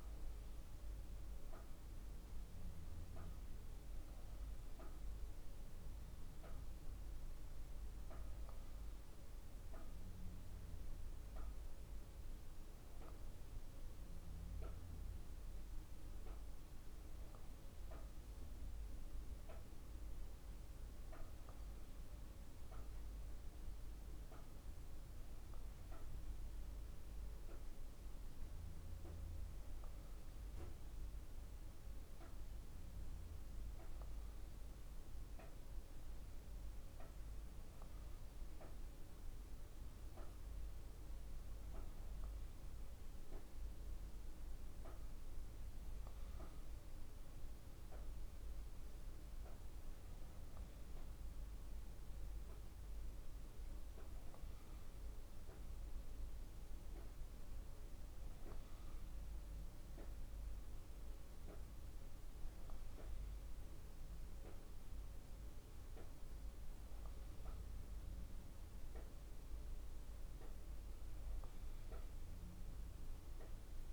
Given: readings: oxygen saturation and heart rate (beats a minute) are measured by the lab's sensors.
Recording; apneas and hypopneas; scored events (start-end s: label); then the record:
breathing in sleep, hard to hear, by a room microphone; none
33.00-35.00 s: long interval between heartbeats (device-marked, heart rate 51 before, 53 extreme)
From the record:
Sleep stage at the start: N2 (light sleep); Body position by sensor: on the back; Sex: female